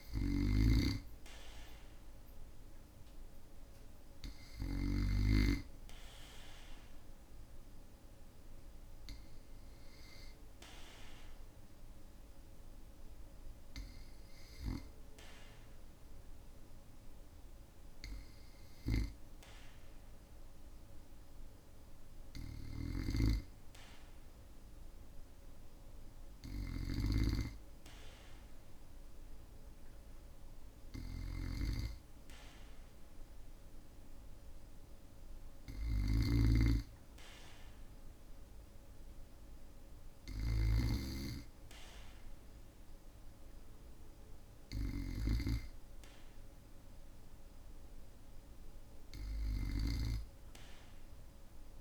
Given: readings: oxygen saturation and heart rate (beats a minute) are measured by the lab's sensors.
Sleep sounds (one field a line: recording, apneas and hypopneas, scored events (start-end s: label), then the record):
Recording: breathing in sleep by a room microphone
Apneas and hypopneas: 1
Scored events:
7.50-22.50 s: hypopnea (oxygen 97% before, 95% lowest, heart rate 54 before, 53 extreme, up 3 after)
25.00-28.00 s: arousal
26.50-40.50 s: snoring (device-marked)
From the record:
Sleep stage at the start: N2 (light sleep)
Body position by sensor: on the back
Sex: male